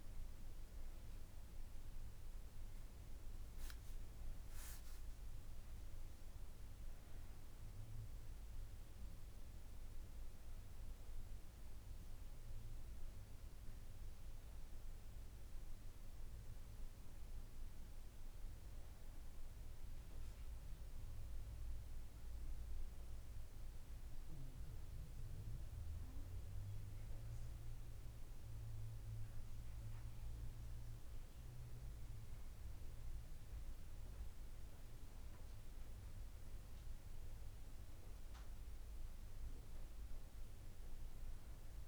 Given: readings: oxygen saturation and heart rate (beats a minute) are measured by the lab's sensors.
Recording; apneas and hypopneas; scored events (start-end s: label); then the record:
breathing in sleep, hard to hear, by a room microphone; none
none scored
From the record:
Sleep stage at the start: N1 (lightest sleep); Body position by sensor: on the right side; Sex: female